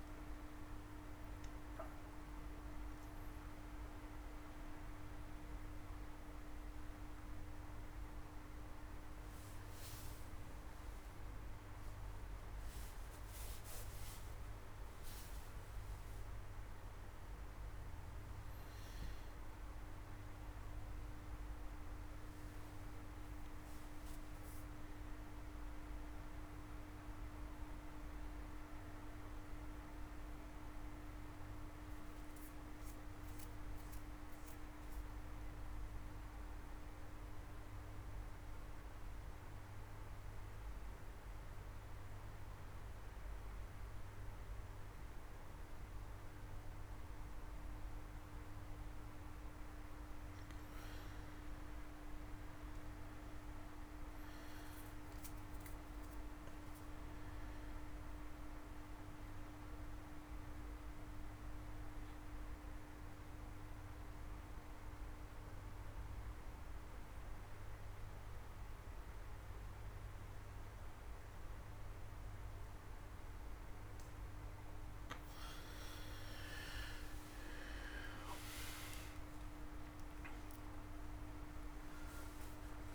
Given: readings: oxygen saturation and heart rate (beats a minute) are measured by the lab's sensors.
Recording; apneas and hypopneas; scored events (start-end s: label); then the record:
a person partly awake in a sleep study, hard to hear, by a room microphone; 2
1.00-61.00 s: new sleep stage, N1 (lightest sleep)
31.00-35.00 s: arousal
38.00-49.00 s: obstructive apnea (oxygen 97% before, 90% lowest)
47.00-75.00 s: oxygen desaturation (device-marked, oxygen 97% before, 90% lowest)
52.50-56.50 s: arousal
61.00-74.00 s: obstructive apnea (oxygen 97% before, 91% lowest)
61.00-82.95 s: new sleep stage, awake
From the record:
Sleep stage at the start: awake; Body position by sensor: on the back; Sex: male